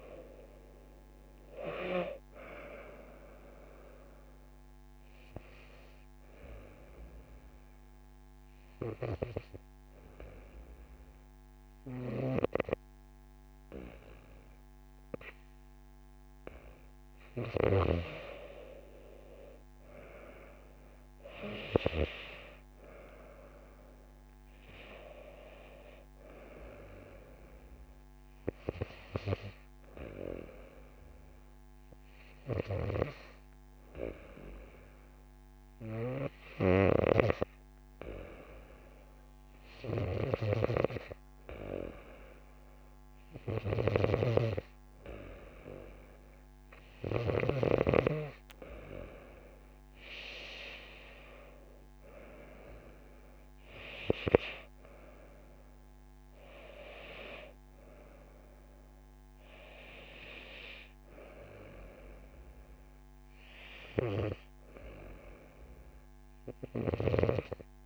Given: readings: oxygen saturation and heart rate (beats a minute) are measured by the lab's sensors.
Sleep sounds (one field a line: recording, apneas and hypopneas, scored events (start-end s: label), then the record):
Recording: breathing in sleep by a microphone on the trachea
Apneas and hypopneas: none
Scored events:
56.00-58.00 s: long interval between heartbeats (device-marked)
From the record:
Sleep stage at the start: N2 (light sleep)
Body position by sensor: on the right side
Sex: female